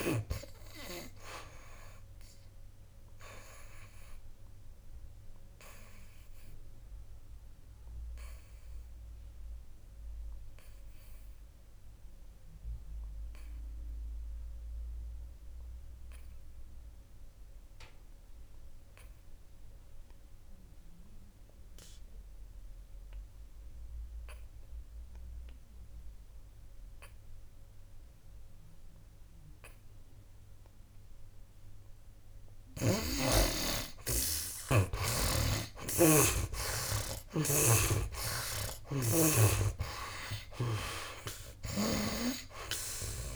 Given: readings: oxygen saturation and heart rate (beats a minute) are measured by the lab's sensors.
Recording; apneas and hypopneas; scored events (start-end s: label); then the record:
breathing in sleep by a room microphone; 1
0.00-29.00 s: oxygen desaturation (device-marked, oxygen 66% lowest, heart rate 60 extreme)
3.50-31.50 s: obstructive apnea (oxygen 96% before, 66% lowest, heart rate 69 before, 60 extreme, up 17 after)
31.00-43.35 s: oxygen desaturation (device-marked, oxygen 93% before, 69% lowest, heart rate 62 before, 59 extreme)
35.50-39.50 s: arousal
From the record:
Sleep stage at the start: N2 (light sleep); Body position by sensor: on the back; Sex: male